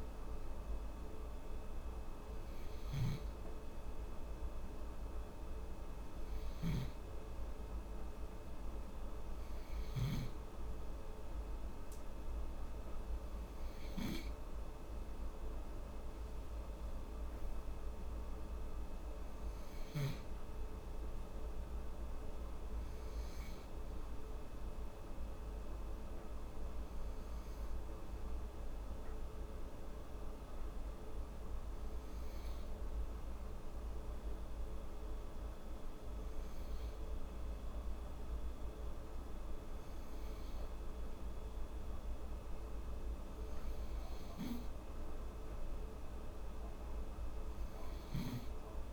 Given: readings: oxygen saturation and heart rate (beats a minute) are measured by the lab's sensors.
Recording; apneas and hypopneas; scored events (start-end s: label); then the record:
breathing in sleep, hard to hear, by a room microphone; none
none scored
From the record:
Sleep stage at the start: N2 (light sleep); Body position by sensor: on the back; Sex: female